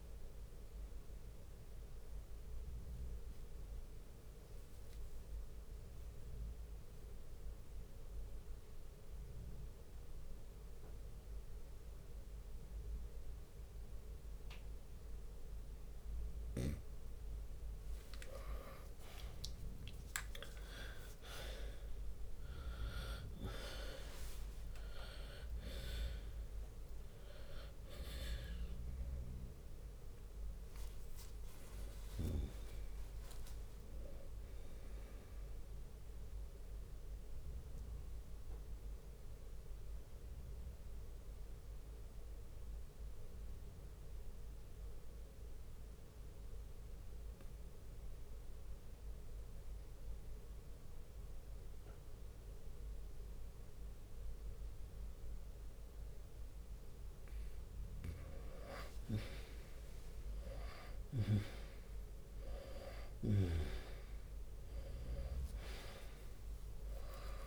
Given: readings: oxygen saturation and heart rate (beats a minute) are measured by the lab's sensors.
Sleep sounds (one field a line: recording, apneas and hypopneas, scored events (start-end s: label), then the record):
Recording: breathing in sleep by a room microphone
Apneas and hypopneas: 2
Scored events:
0.00-7.00 s: drop in pulse transit time (device-marked, heart rate 60 extreme)
0.00-7.00 s: oxygen desaturation (device-marked, oxygen 91% lowest, heart rate 60 extreme)
1.00-16.50 s: obstructive apnea (oxygen 98% before, 91% lowest, heart rate 62 before, 56 extreme, up 7 after)
13.00-15.00 s: long interval between heartbeats (device-marked, heart rate 65 before, 62 extreme)
18.00-21.50 s: arousal
18.00-31.00 s: drop in pulse transit time (device-marked, heart rate 63 before, 60 extreme)
20.00-46.00 s: oxygen desaturation (device-marked, oxygen 98% before, 91% lowest, heart rate 62 before, 51 extreme)
31.00-33.00 s: long interval between heartbeats (device-marked, heart rate 65 before, 71 extreme)
36.50-57.50 s: mixed apnea (oxygen 98% before, 90% lowest, heart rate 67 before, 51 extreme, up 5 after)
37.00-54.00 s: bradycardia (device-marked, heart rate 64 before, 51 extreme)
45.00 s: drop in pulse transit time (device-marked)
58.00-61.00 s: bradycardia (device-marked, heart rate 64 before, 61 extreme)
59.00-67.47 s: oxygen desaturation (device-marked, oxygen 98% before, 90% lowest, heart rate 57 before, 47 extreme)
59.50-61.50 s: long interval between heartbeats (device-marked, heart rate 57 before, 62 extreme)
59.50-65.00 s: arousal
From the record:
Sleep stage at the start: N2 (light sleep)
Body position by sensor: on the right side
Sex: male